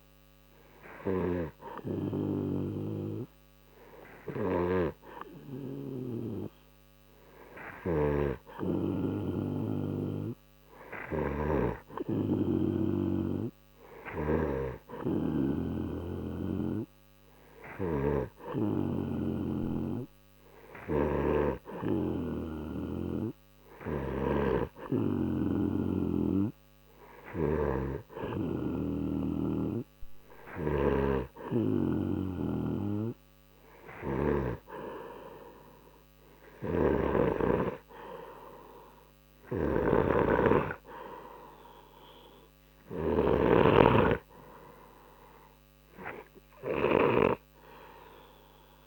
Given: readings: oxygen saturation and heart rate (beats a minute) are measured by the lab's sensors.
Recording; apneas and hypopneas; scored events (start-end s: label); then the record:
breathing in sleep by a microphone on the trachea; none
11.00-34.50 s: snoring (device-marked)
36.50-43.50 s: snoring (device-marked)
From the record:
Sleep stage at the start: N2 (light sleep); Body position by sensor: on the right side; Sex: male